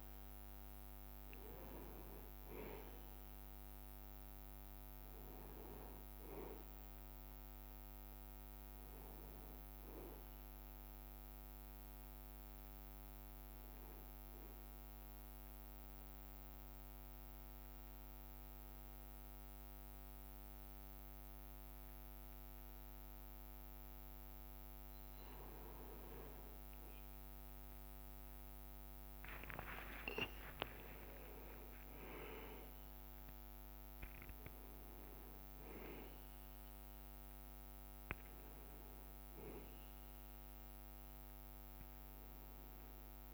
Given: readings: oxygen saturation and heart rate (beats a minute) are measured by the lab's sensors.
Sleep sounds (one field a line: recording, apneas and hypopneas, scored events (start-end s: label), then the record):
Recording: a person partly awake in a sleep study, by a microphone on the trachea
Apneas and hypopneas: 1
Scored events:
0.00-1.00 s: long interval between heartbeats (device-marked)
0.00-15.50 s: oxygen desaturation (device-marked, oxygen 90% lowest)
0.00-24.50 s: bradycardia (device-marked)
9.50-43.34 s: new sleep stage, N1 (lightest sleep)
15.50-26.50 s: obstructive apnea (oxygen 98% before, 94% lowest)
21.50-25.00 s: leg movement (device-marked)
28.50-34.50 s: leg movement (device-marked)
29.50-34.00 s: arousal
31.50-36.50 s: bradycardia (device-marked)
35.00-39.50 s: leg movement (device-marked)
37.50-43.34 s: bradycardia (device-marked)
41.00-43.00 s: long interval between heartbeats (device-marked)
From the record:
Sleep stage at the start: awake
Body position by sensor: on the back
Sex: male